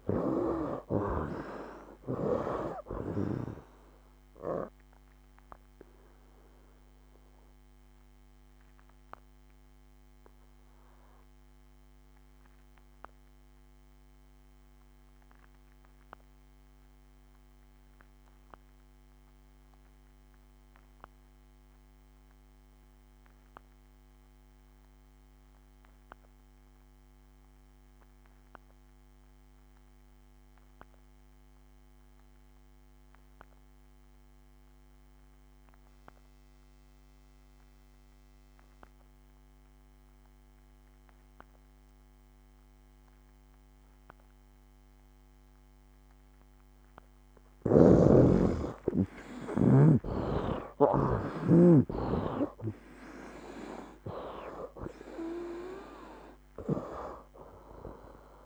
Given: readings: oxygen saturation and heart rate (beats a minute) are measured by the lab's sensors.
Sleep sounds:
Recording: breathing in sleep by a microphone on the trachea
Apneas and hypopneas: 1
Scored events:
0.00-1.50 s: arousal
0.00-22.00 s: oxygen desaturation (device-marked, oxygen 46% lowest, heart rate 70 extreme)
4.50-47.00 s: obstructive apnea (oxygen 72% before, 44% lowest, heart rate 79 before, 71 extreme, up 20 after)
35.00-58.46 s: oxygen desaturation (device-marked, oxygen 91% before, 44% lowest, heart rate 73 before, 65 extreme)
50.00-54.50 s: arousal
From the record:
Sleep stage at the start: REM sleep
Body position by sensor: on the right side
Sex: male

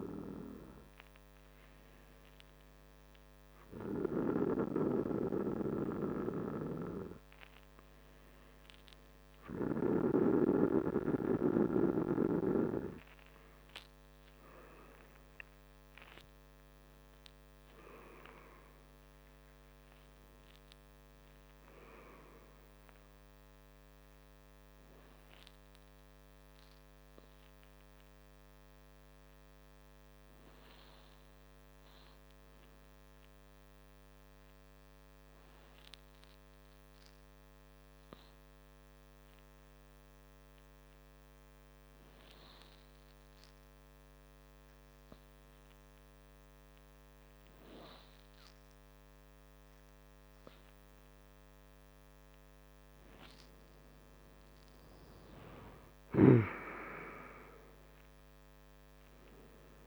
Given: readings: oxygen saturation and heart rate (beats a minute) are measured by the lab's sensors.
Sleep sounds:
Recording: breathing in sleep by a microphone on the trachea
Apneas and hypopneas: 1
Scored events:
16.00-19.50 s: arousal
26.00-48.00 s: hypopnea (oxygen 97% before, 94% lowest, heart rate 49 before, 46 extreme, up 4 after)
From the record:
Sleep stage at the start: N2 (light sleep)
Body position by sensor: on the back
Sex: male

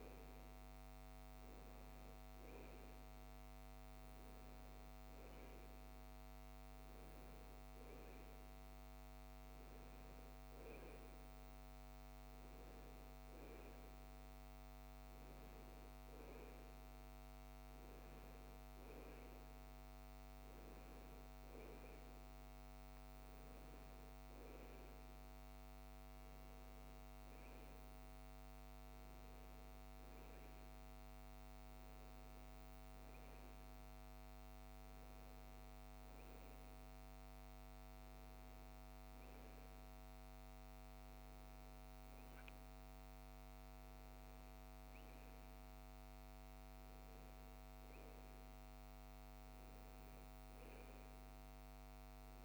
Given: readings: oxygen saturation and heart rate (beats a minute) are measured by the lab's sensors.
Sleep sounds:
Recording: breathing in sleep, hard to hear, by a microphone on the trachea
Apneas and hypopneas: none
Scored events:
none scored
From the record:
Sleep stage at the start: N1 (lightest sleep)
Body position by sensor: on the right side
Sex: female

